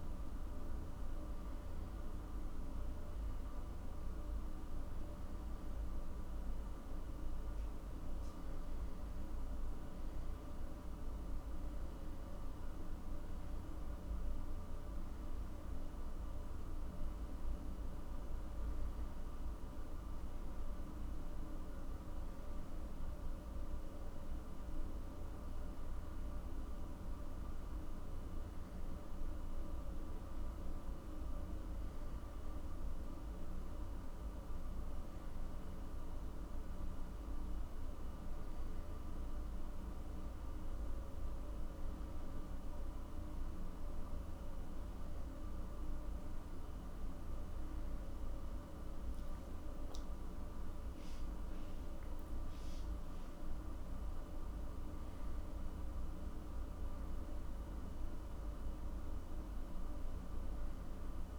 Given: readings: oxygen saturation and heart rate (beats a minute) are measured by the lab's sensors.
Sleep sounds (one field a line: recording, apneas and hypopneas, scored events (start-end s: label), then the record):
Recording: a person awake in a sleep study, hard to hear, by a room microphone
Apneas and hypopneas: none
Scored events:
none scored
From the record:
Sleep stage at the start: awake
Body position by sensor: on the back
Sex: male